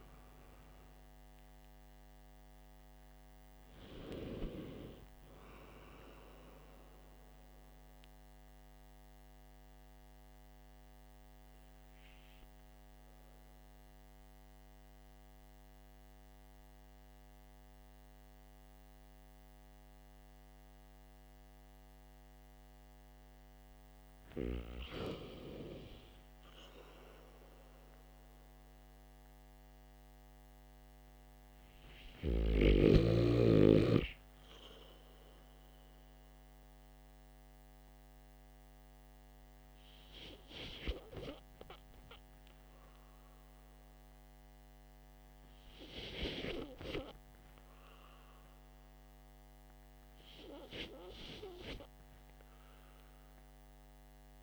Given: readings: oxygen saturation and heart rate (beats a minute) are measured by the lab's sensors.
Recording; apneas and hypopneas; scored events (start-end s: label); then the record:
breathing in sleep by a microphone on the trachea; 1
0.00-4.50 s: oxygen desaturation (device-marked, oxygen 92% lowest, heart rate 49 extreme)
9.00-24.50 s: hypopnea (oxygen 96% before, 85% lowest, heart rate 67 before, 48 extreme, up 3 after)
21.50-26.50 s: oxygen desaturation (device-marked, oxygen 94% before, 85% lowest, heart rate 53 before, 48 extreme)
27.50-31.00 s: arousal
From the record:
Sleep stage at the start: REM sleep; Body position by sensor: on the back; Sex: male